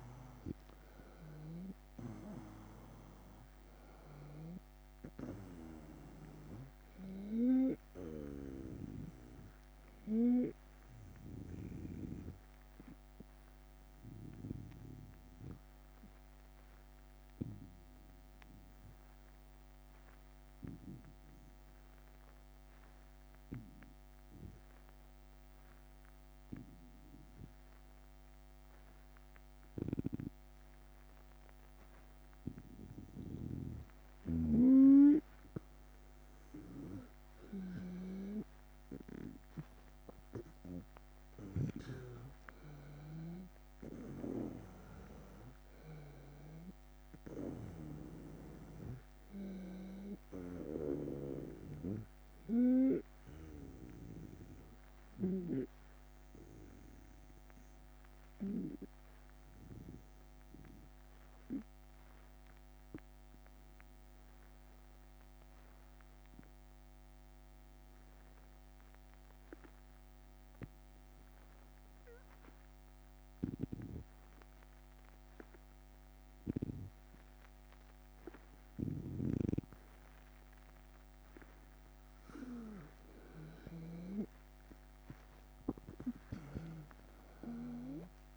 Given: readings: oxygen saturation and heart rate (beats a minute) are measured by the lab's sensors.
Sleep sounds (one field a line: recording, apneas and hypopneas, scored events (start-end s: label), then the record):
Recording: breathing in sleep by a microphone on the trachea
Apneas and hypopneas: 2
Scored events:
0.00-4.00 s: arousal
0.00-10.50 s: drop in pulse transit time (device-marked, heart rate 81 extreme)
12.50-32.00 s: obstructive apnea (oxygen 96% before, 91% lowest, heart rate 83 before, 74 extreme, up 7 after)
33.50-41.50 s: snoring (device-marked)
37.50-42.50 s: arousal
37.50-65.50 s: oxygen desaturation (device-marked, oxygen 96% before, 92% lowest, heart rate 76 before, 76 extreme)
40.50-55.50 s: drop in pulse transit time (device-marked, heart rate 77 before, 81 extreme)
43.50-52.50 s: snoring (device-marked)
61.00-81.50 s: obstructive apnea (oxygen 96% before, 91% lowest, heart rate 82 before, 75 extreme, up 8 after)
73.00-83.50 s: snoring (device-marked)
78.50-88.37 s: oxygen desaturation (device-marked, oxygen 96% before, 91% lowest, heart rate 77 before, 75 extreme)
83.00-88.00 s: arousal
86.50-88.37 s: drop in pulse transit time (device-marked, heart rate 78 before, 80 extreme)
From the record:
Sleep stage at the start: N2 (light sleep)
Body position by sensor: on the right side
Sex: male